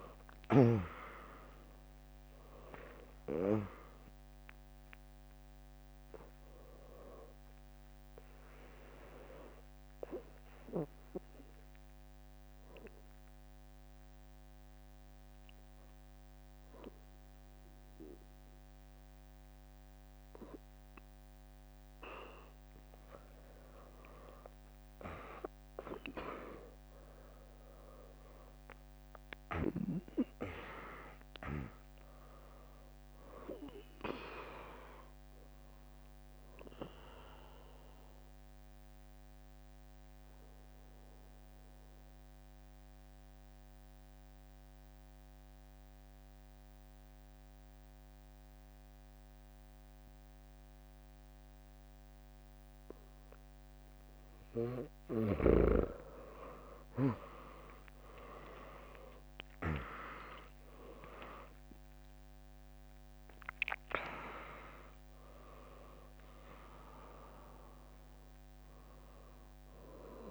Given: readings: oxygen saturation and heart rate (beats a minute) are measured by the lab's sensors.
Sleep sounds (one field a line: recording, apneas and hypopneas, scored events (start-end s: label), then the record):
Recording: breathing in sleep by a microphone on the trachea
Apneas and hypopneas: 2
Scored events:
0.00-1.50 s: long interval between heartbeats (device-marked, heart rate 85 extreme)
0.00-3.00 s: tachycardia (device-marked, heart rate 108 extreme)
0.00-13.00 s: drop in pulse transit time (device-marked, heart rate 72 extreme)
0.00-16.00 s: oxygen desaturation (device-marked, oxygen 96% lowest, heart rate 61 extreme)
7.50-22.00 s: obstructive apnea (oxygen 100% before, 95% lowest, heart rate 78 before, 61 extreme)
24.00-28.50 s: arousal
38.50-54.00 s: obstructive apnea (oxygen 100% before, 95% lowest, heart rate 71 before, 57 extreme, up 6 after)
48.00-53.00 s: bradycardia (device-marked, heart rate 74 before, 57 extreme)
58.00-61.50 s: arousal
58.00-70.31 s: oxygen desaturation (device-marked, oxygen 100% before, 95% lowest, heart rate 69 before, 60 extreme)
60.00-70.31 s: drop in pulse transit time (device-marked, heart rate 67 before, 62 extreme)
From the record:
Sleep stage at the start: N2 (light sleep)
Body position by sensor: on the back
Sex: female